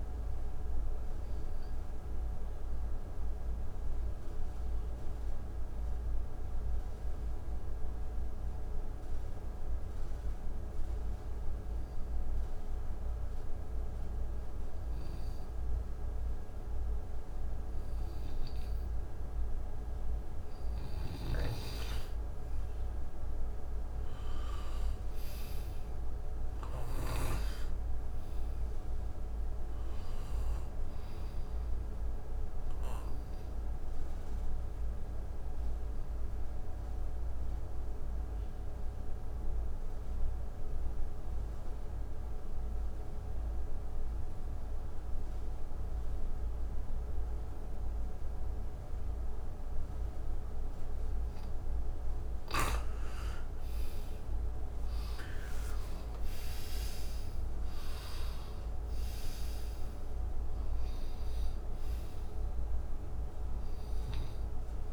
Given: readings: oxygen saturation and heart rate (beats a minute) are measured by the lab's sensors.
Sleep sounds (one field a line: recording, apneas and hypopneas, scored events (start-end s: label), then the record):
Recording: breathing in sleep, hard to hear, by a room microphone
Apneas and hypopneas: 2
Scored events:
0.00-12.00 s: oxygen desaturation (device-marked, oxygen 87% lowest, heart rate 61 extreme)
1.50-20.00 s: obstructive apnea (oxygen 97% before, 85% lowest, heart rate 78 before, 61 extreme, up 6 after)
22.00-41.00 s: oxygen desaturation (device-marked, oxygen 97% before, 89% lowest, heart rate 65 before, 66 extreme)
22.50-26.50 s: arousal
34.00-52.00 s: obstructive apnea (oxygen 97% before, 85% lowest, heart rate 68 before, 61 extreme, up 8 after)
48.00-64.93 s: oxygen desaturation (device-marked, oxygen 96% before, 85% lowest, heart rate 67 before, 61 extreme)
55.00-60.00 s: arousal
From the record:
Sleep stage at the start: N2 (light sleep)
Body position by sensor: on the right side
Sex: male